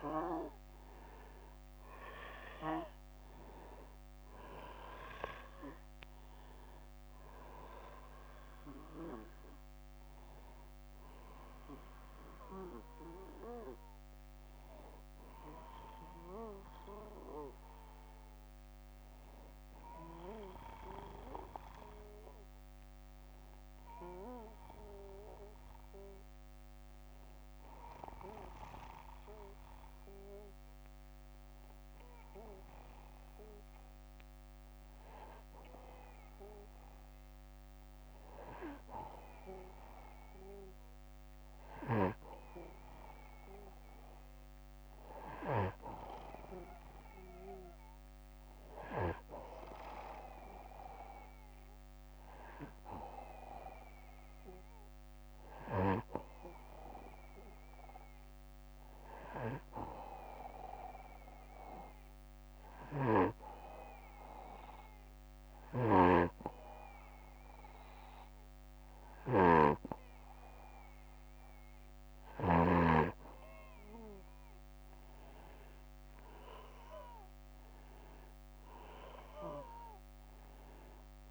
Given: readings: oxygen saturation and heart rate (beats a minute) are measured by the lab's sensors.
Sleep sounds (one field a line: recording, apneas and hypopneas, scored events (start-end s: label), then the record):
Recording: breathing in sleep by a microphone on the trachea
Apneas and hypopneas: 2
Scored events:
0.50-5.00 s: arousal
12.50-33.50 s: oxygen desaturation (device-marked, oxygen 94% before, 89% lowest, heart rate 65 before, 59 extreme)
24.00-37.50 s: hypopnea (oxygen 96% before, 89% lowest, heart rate 66 before, 58 extreme, up 1 after)
40.00-43.00 s: arousal
60.00-72.00 s: obstructive apnea (oxygen 98% before, 94% lowest, heart rate 60 before, 58 extreme, up 7 after)
62.00-72.00 s: snoring (device-marked)
76.00-80.00 s: arousal
From the record:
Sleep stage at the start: N2 (light sleep)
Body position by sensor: on the back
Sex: male